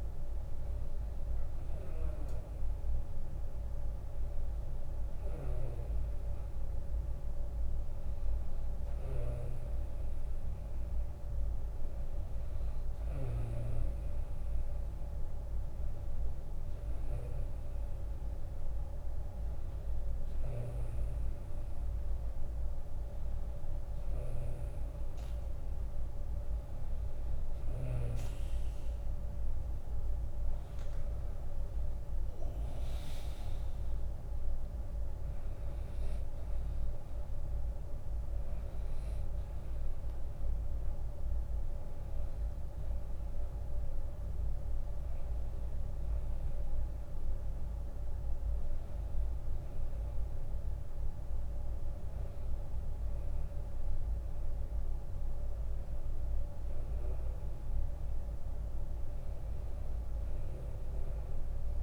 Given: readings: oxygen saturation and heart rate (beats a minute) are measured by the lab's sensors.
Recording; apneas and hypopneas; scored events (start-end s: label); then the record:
breathing in sleep, hard to hear, by a room microphone; none
0.50-2.50 s: long interval between heartbeats (device-marked, heart rate 76 before, 78 extreme)
4.50-12.50 s: snoring (device-marked)
19.50-27.50 s: snoring (device-marked)
31.00-43.00 s: drop in pulse transit time (device-marked, heart rate 75 before, 72 extreme)
36.50-38.50 s: long interval between heartbeats (device-marked, heart rate 75 before, 78 extreme)
52.50-54.50 s: long interval between heartbeats (device-marked, heart rate 77 before, 77 extreme)
From the record:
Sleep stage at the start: N2 (light sleep); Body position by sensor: on the right side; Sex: male